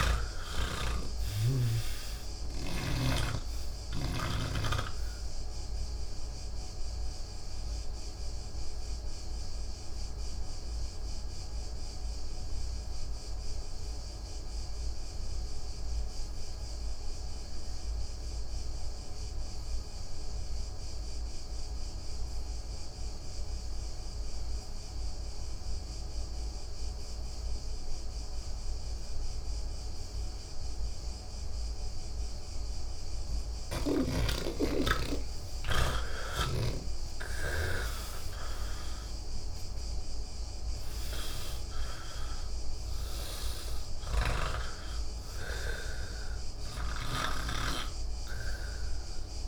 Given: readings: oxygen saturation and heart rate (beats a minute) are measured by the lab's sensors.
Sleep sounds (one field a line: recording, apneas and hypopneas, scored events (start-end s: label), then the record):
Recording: breathing in sleep by a room microphone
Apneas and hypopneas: 1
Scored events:
0.00-24.50 s: oxygen desaturation (device-marked, oxygen 79% lowest, heart rate 58 extreme)
1.00-4.50 s: snoring (device-marked)
6.50-32.00 s: obstructive apnea (oxygen 98% before, 79% lowest, heart rate 133 before, 57 extreme, up 59 after)
30.50-43.50 s: oxygen desaturation (device-marked, oxygen 98% before, 83% lowest, heart rate 101 before, 57 extreme)
45.50-49.48 s: oxygen desaturation (device-marked, oxygen 88% before, 79% lowest, heart rate 101 before, 64 extreme)
From the record:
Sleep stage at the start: N2 (light sleep)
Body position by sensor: on the back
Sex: male